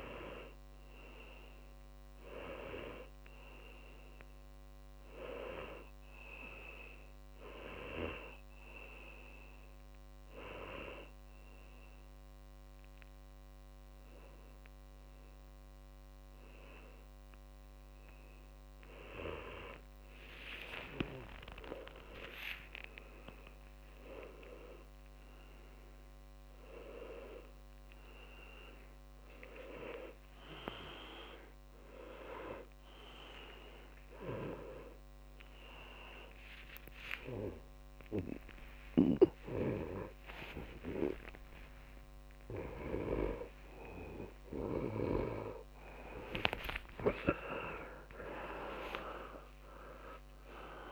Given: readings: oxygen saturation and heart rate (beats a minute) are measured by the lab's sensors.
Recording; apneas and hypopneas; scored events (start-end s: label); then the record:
a person partly awake in a sleep study, by a microphone on the trachea; none
1.00-8.00 s: tachycardia (device-marked, heart rate 72 before, 149 extreme)
10.00-15.00 s: tachycardia (device-marked, heart rate 73 before, 144 extreme)
26.00-50.92 s: new sleep stage, awake
27.00-41.00 s: tachycardia (device-marked, heart rate 76 before, 155 extreme)
From the record:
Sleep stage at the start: N2 (light sleep); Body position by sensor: upright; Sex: male